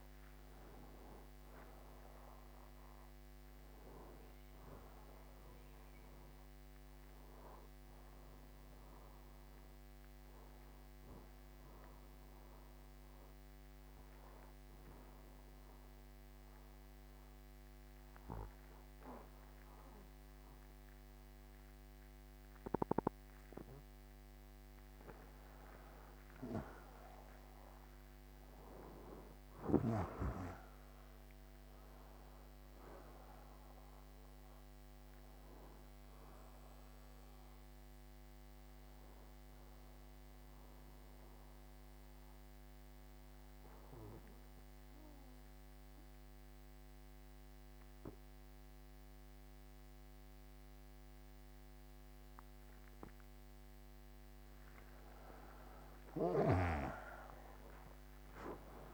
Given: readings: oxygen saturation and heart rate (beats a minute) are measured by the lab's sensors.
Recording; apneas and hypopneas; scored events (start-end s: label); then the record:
breathing in sleep by a microphone on the trachea; 2
0.00-2.50 s: arousal
8.00-24.00 s: obstructive apnea (oxygen 94% before, 91% lowest, heart rate 84 before, 62 extreme, up 4 after)
27.50-32.00 s: arousal
40.00-54.50 s: obstructive apnea (oxygen 95% before, 91% lowest, heart rate 73 before, 62 extreme, up 27 after)
57.50-58.94 s: oxygen desaturation (device-marked, oxygen 96% before, 91% lowest, heart rate 73 before, 72 extreme)
From the record:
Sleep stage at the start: N2 (light sleep); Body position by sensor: on the right side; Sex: male